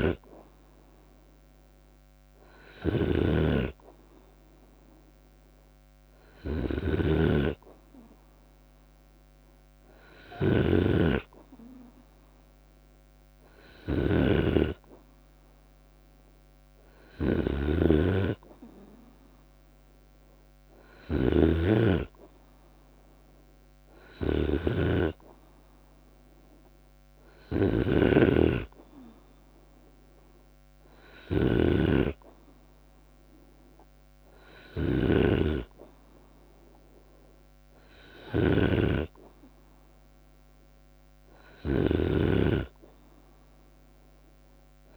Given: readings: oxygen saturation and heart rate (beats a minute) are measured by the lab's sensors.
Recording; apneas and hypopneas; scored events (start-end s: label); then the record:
breathing in sleep by a microphone on the trachea; none
0.00-44.97 s: snoring (device-marked)
18.50-20.50 s: long interval between heartbeats (device-marked, heart rate 78 before, 79 extreme)
From the record:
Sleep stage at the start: N2 (light sleep); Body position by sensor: on the right side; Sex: male